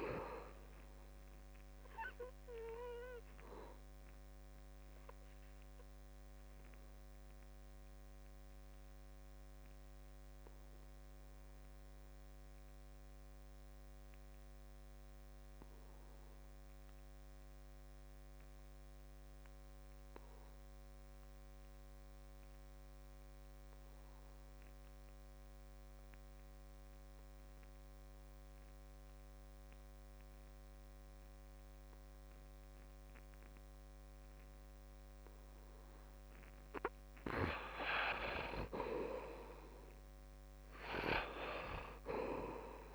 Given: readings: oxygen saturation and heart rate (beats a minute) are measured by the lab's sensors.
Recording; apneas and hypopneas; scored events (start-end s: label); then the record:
breathing in sleep by a microphone on the trachea; 1
0.00-20.50 s: oxygen desaturation (device-marked, oxygen 76% lowest, heart rate 65 extreme)
8.50-35.50 s: obstructive apnea (oxygen 94% before, 75% lowest, heart rate 73 before, 65 extreme, up 9 after)
26.50-42.95 s: oxygen desaturation (device-marked, oxygen 96% before, 75% lowest, heart rate 69 before, 66 extreme)
39.00-42.50 s: arousal
From the record:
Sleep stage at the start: N2 (light sleep); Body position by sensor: on the back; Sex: male